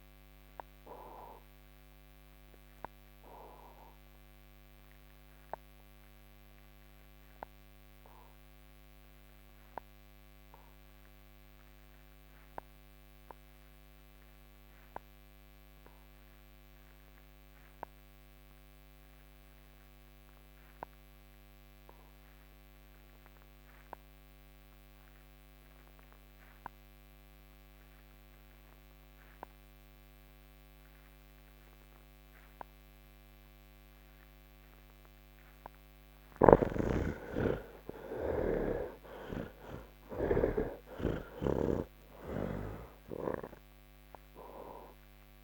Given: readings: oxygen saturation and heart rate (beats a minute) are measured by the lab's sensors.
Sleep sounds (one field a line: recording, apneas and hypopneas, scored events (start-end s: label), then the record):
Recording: breathing in sleep by a microphone on the trachea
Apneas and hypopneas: 1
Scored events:
0.00-19.00 s: oxygen desaturation (device-marked, oxygen 66% lowest, heart rate 60 extreme)
1.50-36.00 s: obstructive apnea (oxygen 97% before, 66% lowest, heart rate 136 before, 60 extreme)
21.00-45.44 s: oxygen desaturation (device-marked, oxygen 97% before, 68% lowest, heart rate 114 before, 56 extreme)
36.00-40.50 s: snoring (device-marked)
From the record:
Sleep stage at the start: N2 (light sleep)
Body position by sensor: on the back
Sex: male